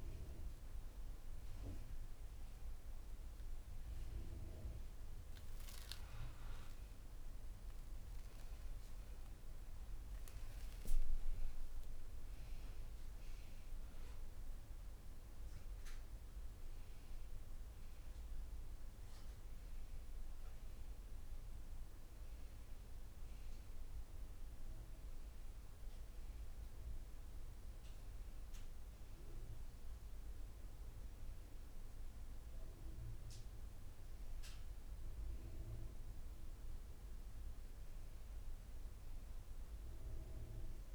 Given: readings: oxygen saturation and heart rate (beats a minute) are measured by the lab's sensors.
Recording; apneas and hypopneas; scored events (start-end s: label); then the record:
a person awake in a sleep study, hard to hear, by a room microphone; none
20.50-40.95 s: new sleep stage, N1 (lightest sleep)
From the record:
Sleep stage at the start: awake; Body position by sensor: on the back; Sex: female